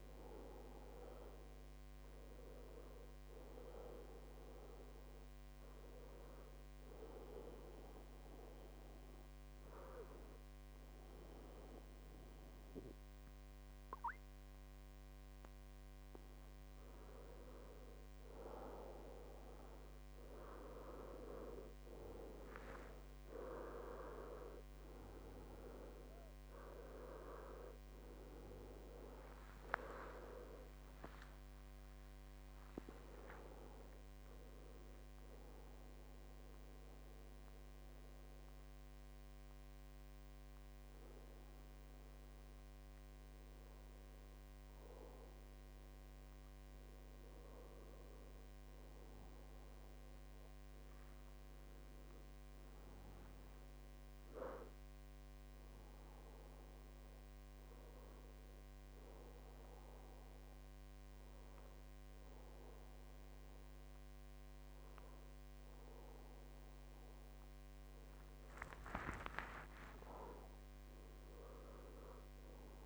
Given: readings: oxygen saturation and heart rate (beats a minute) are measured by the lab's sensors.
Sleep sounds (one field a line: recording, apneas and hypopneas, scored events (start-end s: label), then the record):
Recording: breathing in sleep by a microphone on the trachea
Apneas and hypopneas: 2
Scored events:
7.00-18.00 s: obstructive apnea (oxygen 97% before, 95% lowest, heart rate 75 before, 63 extreme, up 6 after)
20.00-22.50 s: arousal
35.00-47.00 s: mixed apnea (oxygen 97% before, 95% lowest, heart rate 67 before, 61 extreme, up 8 after)
59.50-72.85 s: new sleep stage, awake
63.50-65.50 s: long interval between heartbeats (device-marked, heart rate 66 before, 68 extreme)
From the record:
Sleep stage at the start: N2 (light sleep)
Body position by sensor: on the back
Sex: male